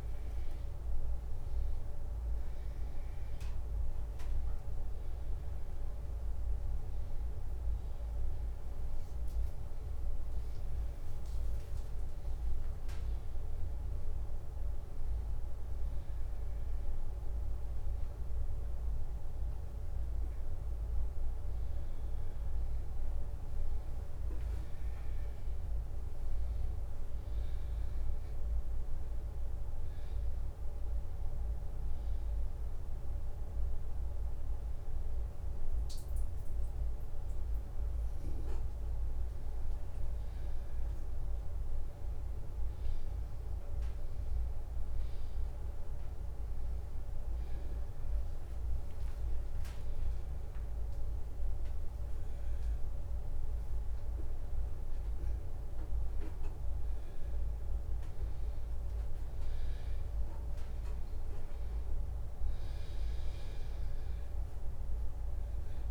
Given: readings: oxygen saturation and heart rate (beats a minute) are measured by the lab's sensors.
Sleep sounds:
a person awake in a sleep study, hard to hear, by a room microphone; none
32.50-44.50 s: oxygen desaturation (device-marked, oxygen 97% before, 92% lowest)
From the record:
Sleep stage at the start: awake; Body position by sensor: upright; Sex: male

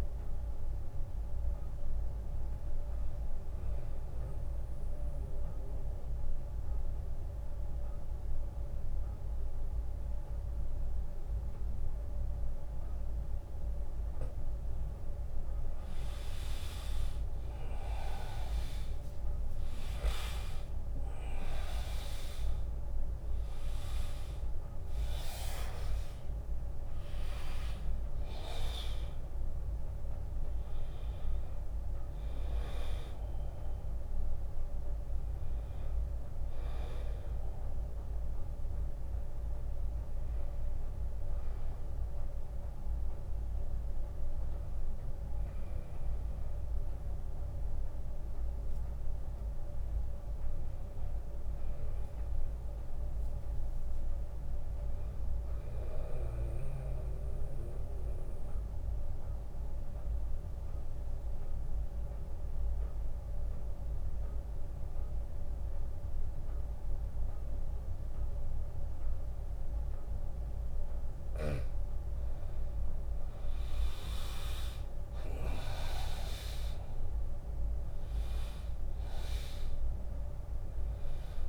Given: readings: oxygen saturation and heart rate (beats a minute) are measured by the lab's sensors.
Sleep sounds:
breathing in sleep by a room microphone; 3
0.00-4.50 s: oxygen desaturation (device-marked, oxygen 88% lowest, heart rate 73 extreme)
4.00-15.00 s: obstructive apnea (oxygen 95% before, 92% lowest, heart rate 78 before, 75 extreme)
18.50-22.00 s: arousal
20.50-32.50 s: drop in pulse transit time (device-marked, heart rate 82 before, 75 extreme)
21.50-43.50 s: oxygen desaturation (device-marked, oxygen 100% before, 92% lowest, heart rate 82 before, 75 extreme)
26.00-28.00 s: long interval between heartbeats (device-marked, heart rate 83 before, 76 extreme)
38.50-49.50 s: hypopnea (oxygen 100% before, 92% lowest, heart rate 78 before, 69 extreme, up 10 after)
52.00-54.50 s: arousal
56.50-70.00 s: obstructive apnea (oxygen 100% before, 91% lowest, heart rate 77 before, 66 extreme, up 3 after)
70.50-81.48 s: oxygen desaturation (device-marked, oxygen 100% before, 93% lowest, heart rate 81 before, 66 extreme)
73.00-77.00 s: arousal
76.50-81.48 s: drop in pulse transit time (device-marked, heart rate 80 before, 66 extreme)
From the record:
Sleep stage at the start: N2 (light sleep); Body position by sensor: on the back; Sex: male

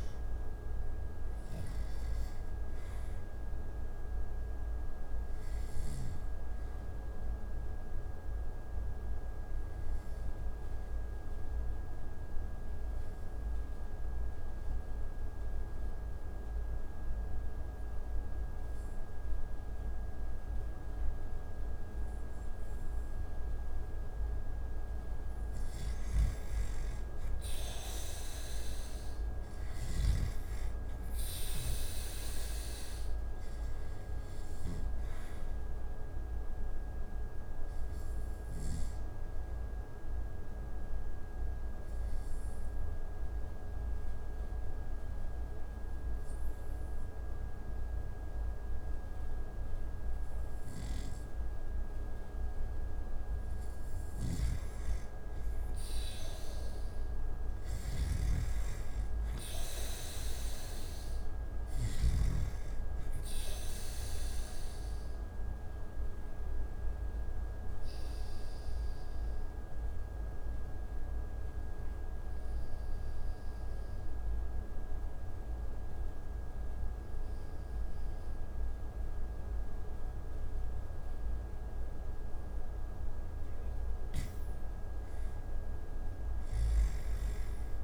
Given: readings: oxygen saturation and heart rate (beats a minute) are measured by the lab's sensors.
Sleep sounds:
breathing in sleep, hard to hear, by a room microphone; 3
3.00-26.00 s: oxygen desaturation (device-marked, oxygen 97% before, 90% lowest)
5.50-23.50 s: obstructive apnea (oxygen 97% before, 88% lowest)
26.00-30.00 s: arousal
35.50-52.50 s: obstructive apnea (oxygen 98% before, 88% lowest)
37.00-55.00 s: oxygen desaturation (device-marked, oxygen 98% before, 88% lowest)
55.00-58.50 s: arousal
57.50-62.00 s: snoring (device-marked)
65.00-81.50 s: obstructive apnea (oxygen 97% before, 88% lowest)
68.00-83.00 s: oxygen desaturation (device-marked, oxygen 96% before, 90% lowest)
84.50-87.84 s: arousal
From the record:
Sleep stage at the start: N2 (light sleep); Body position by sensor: on the back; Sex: male

